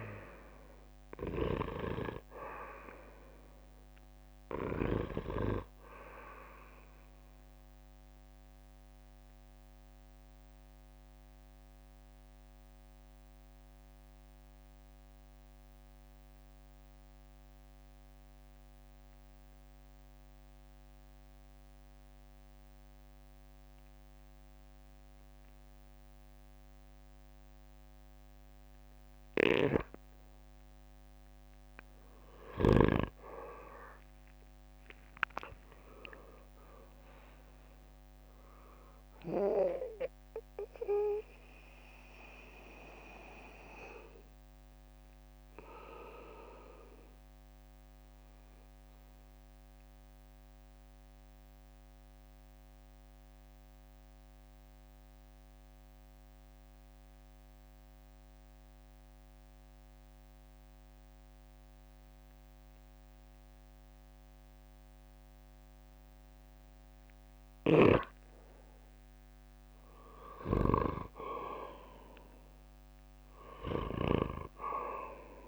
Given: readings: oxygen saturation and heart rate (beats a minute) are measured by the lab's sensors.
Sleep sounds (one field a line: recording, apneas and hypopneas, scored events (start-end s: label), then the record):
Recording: breathing in sleep by a microphone on the trachea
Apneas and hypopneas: 2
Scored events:
0.00-13.50 s: oxygen desaturation (device-marked, oxygen 90% lowest, heart rate 54 extreme)
8.50-30.00 s: mixed apnea (oxygen 98% before, 88% lowest, heart rate 66 before, 53 extreme, up 16 after)
29.50-53.50 s: oxygen desaturation (device-marked, oxygen 98% before, 88% lowest, heart rate 57 before, 53 extreme)
32.50-45.50 s: drop in pulse transit time (device-marked, heart rate 59 before, 63 extreme)
36.00-39.50 s: arousal
43.50-69.50 s: mixed apnea (oxygen 98% before, 88% lowest, heart rate 67 before, 53 extreme, up 10 after)
66.50-75.47 s: oxygen desaturation (device-marked, oxygen 97% before, 89% lowest, heart rate 57 before, 55 extreme)
72.00-75.00 s: arousal
From the record:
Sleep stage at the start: N2 (light sleep)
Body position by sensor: on the back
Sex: male